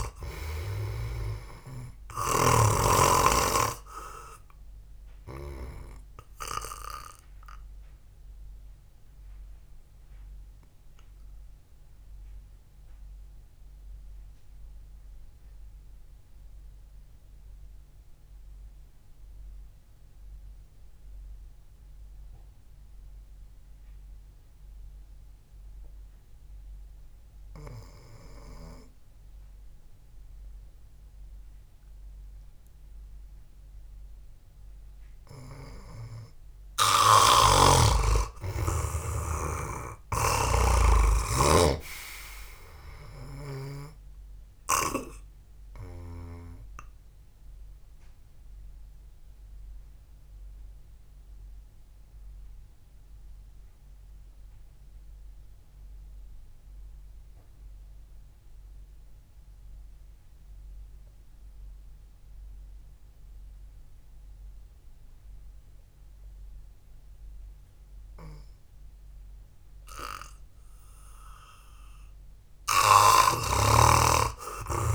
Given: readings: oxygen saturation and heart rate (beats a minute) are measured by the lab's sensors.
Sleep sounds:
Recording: breathing in sleep by a room microphone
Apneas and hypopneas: 2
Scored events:
0.00-3.50 s: snoring (device-marked)
0.00-28.50 s: oxygen desaturation (device-marked, oxygen 86% lowest, heart rate 48 extreme)
8.50-29.00 s: obstructive apnea (oxygen 97% before, 86% lowest, heart rate 57 before, 48 extreme, up 0 after)
32.00-36.00 s: arousal
38.00-44.50 s: snoring (device-marked)
48.00-50.00 s: long interval between heartbeats (device-marked, heart rate 56 before, 61 extreme)
49.00-70.50 s: mixed apnea (oxygen 98% before, 85% lowest, heart rate 56 before, 47 extreme)
58.50-70.50 s: oxygen desaturation (device-marked, oxygen 93% before, 87% lowest, heart rate 58 before, 47 extreme)
73.00-74.95 s: arousal
From the record:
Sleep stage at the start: N2 (light sleep)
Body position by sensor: on the back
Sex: male

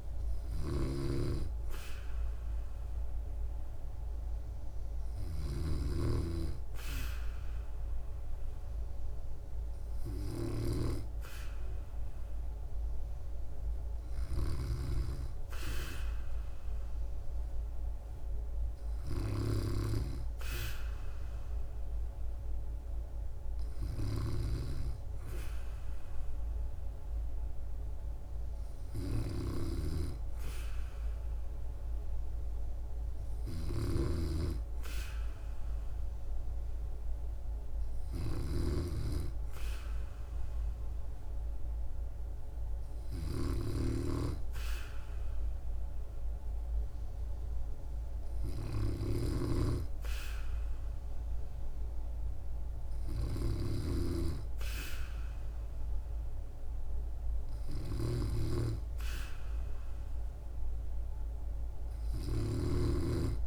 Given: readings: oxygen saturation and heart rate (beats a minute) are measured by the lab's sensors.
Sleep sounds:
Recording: breathing in sleep by a room microphone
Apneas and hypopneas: none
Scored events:
0.00-5.50 s: snoring (device-marked)
14.00-63.47 s: snoring (device-marked)
From the record:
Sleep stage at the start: N2 (light sleep)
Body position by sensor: on the back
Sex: female

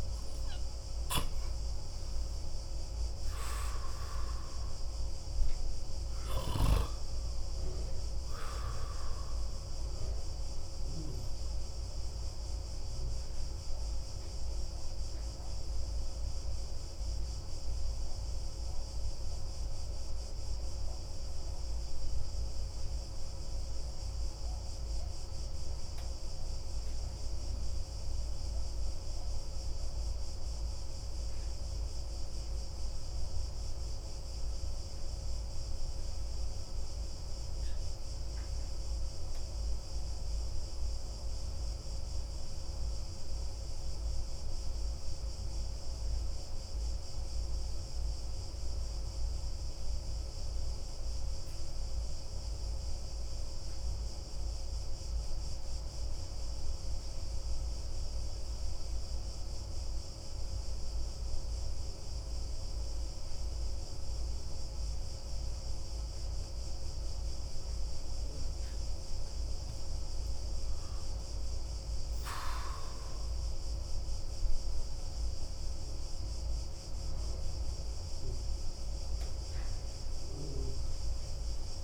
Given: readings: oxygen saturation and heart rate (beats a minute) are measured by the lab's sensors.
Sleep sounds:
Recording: breathing in sleep, hard to hear, by a room microphone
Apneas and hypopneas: 1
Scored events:
10.00-66.50 s: obstructive apnea (oxygen 96% before, 89% lowest)
17.00-31.00 s: oxygen desaturation (device-marked, oxygen 93% before, 89% lowest)
68.00-81.84 s: oxygen desaturation (device-marked, oxygen 97% before, 89% lowest)
69.00-73.00 s: arousal
From the record:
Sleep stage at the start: N2 (light sleep)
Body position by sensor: on the back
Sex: male

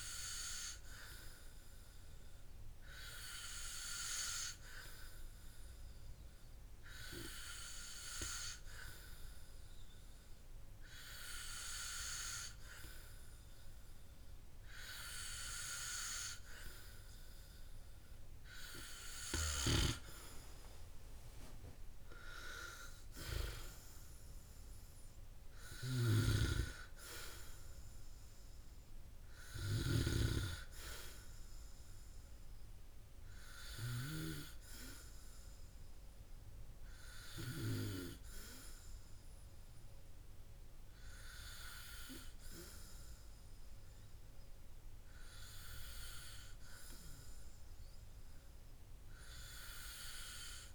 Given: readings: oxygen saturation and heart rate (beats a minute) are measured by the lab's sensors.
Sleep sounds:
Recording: breathing in sleep by a room microphone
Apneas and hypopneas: none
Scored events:
none scored
From the record:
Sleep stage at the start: N2 (light sleep)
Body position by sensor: on the back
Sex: male

